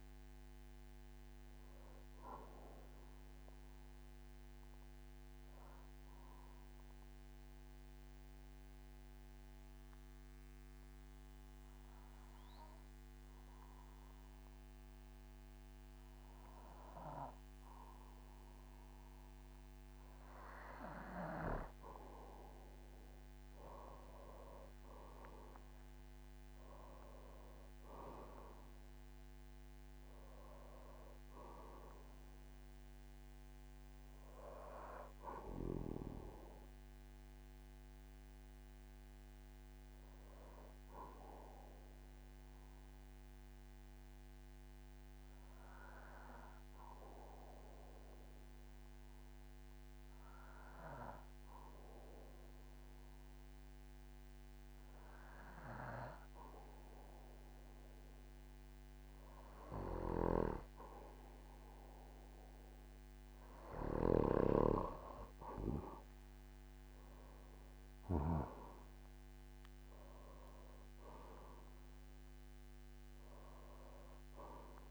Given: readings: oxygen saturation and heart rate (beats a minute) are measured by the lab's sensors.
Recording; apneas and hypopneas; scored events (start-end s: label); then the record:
breathing in sleep by a microphone on the trachea; 2
3.50-19.50 s: obstructive apnea (oxygen 98% before, 92% lowest, heart rate 78 before, 46 extreme)
23.00-31.00 s: tachycardia (device-marked, heart rate 63 before, 158 extreme)
24.50-28.00 s: arousal
26.00-28.00 s: long interval between heartbeats (device-marked, heart rate 52 before, 112 extreme)
27.00-49.00 s: oxygen desaturation (device-marked, oxygen 98% before, 92% lowest, heart rate 55 before, 46 extreme)
29.50-31.50 s: long interval between heartbeats (device-marked, heart rate 64 before, 158 extreme)
41.00-59.00 s: obstructive apnea (oxygen 98% before, 92% lowest, heart rate 87 before, 46 extreme, up 16 after)
65.00-70.00 s: tachycardia (device-marked, heart rate 64 before, 109 extreme)
65.00-74.91 s: oxygen desaturation (device-marked, oxygen 98% before, 93% lowest, heart rate 49 before, 45 extreme)
66.00-69.50 s: arousal
68.50-70.50 s: long interval between heartbeats (device-marked, heart rate 52 before, 103 extreme)
From the record:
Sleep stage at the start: N2 (light sleep); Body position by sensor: on the back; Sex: male